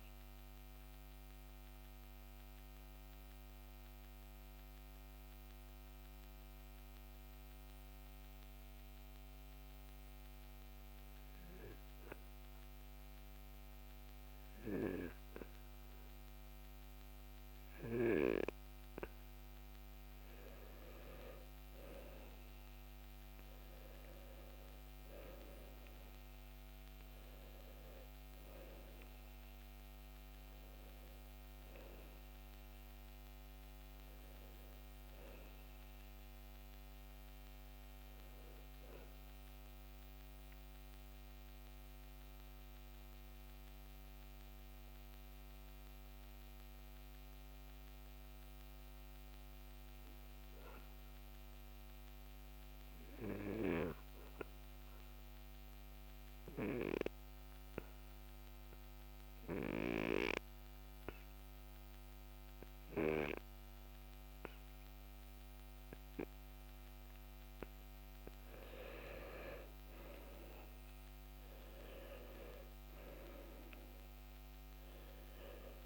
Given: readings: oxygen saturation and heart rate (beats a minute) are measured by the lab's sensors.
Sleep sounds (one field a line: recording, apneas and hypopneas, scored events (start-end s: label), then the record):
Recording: breathing in sleep by a microphone on the trachea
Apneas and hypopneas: 2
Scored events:
0.00-12.50 s: oxygen desaturation (device-marked, oxygen 91% lowest, heart rate 56 extreme)
1.50-20.00 s: obstructive apnea (oxygen 95% before, 91% lowest, heart rate 68 before, 56 extreme, up 11 after)
25.00-29.00 s: arousal
28.50-45.50 s: oxygen desaturation (device-marked, oxygen 97% before, 92% lowest, heart rate 63 before, 56 extreme)
40.50-66.50 s: obstructive apnea (oxygen 97% before, 87% lowest, heart rate 64 before, 58 extreme, up 11 after)
47.50-58.50 s: oxygen desaturation (device-marked, oxygen 94% before, 91% lowest, heart rate 62 before, 60 extreme)
68.00-72.50 s: arousal
71.50-75.86 s: oxygen desaturation (device-marked, oxygen 97% before, 87% lowest, heart rate 63 before, 57 extreme)
From the record:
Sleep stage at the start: N2 (light sleep)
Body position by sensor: on the back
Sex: male